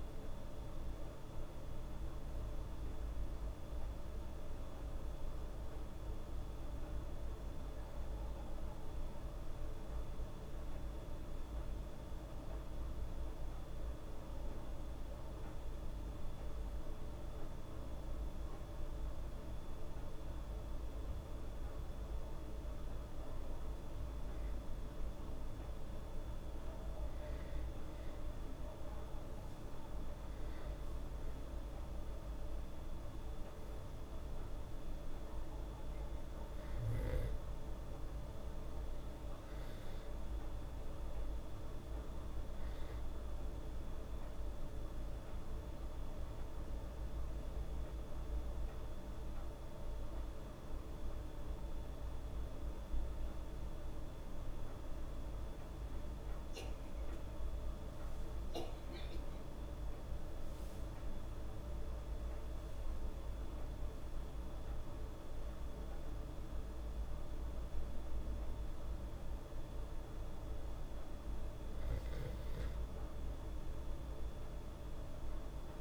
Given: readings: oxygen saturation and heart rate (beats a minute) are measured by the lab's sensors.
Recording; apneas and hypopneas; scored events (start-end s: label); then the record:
breathing in sleep, hard to hear, by a room microphone; 2
2.50-75.81 s: new sleep stage, N2 (light sleep)
10.50-24.50 s: hypopnea (oxygen 98% before, 94% lowest, heart rate 73 before, 71 extreme, up 2 after)
28.50-49.50 s: oxygen desaturation (device-marked, oxygen 97% before, 94% lowest, heart rate 73 before, 70 extreme)
29.50-33.00 s: arousal
44.00-57.00 s: hypopnea (oxygen 97% before, 94% lowest, heart rate 74 before, 70 extreme, up 5 after)
58.50-62.50 s: arousal
From the record:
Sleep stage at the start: N1 (lightest sleep); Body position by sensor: on the back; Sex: female